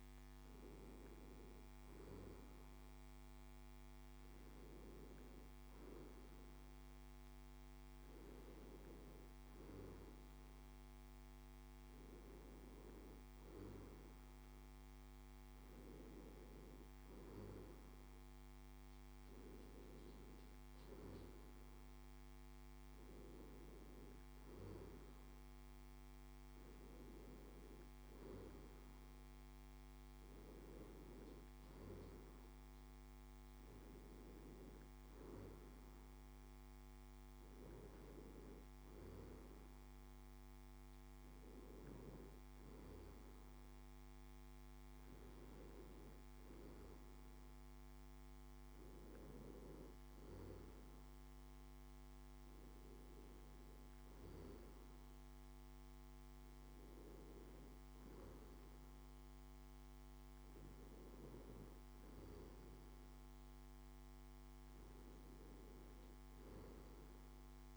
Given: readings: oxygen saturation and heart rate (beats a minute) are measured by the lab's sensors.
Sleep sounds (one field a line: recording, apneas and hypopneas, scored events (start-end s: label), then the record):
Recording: breathing in sleep by a microphone on the trachea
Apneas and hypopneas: none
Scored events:
none scored
From the record:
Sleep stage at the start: N2 (light sleep)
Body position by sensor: on the back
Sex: male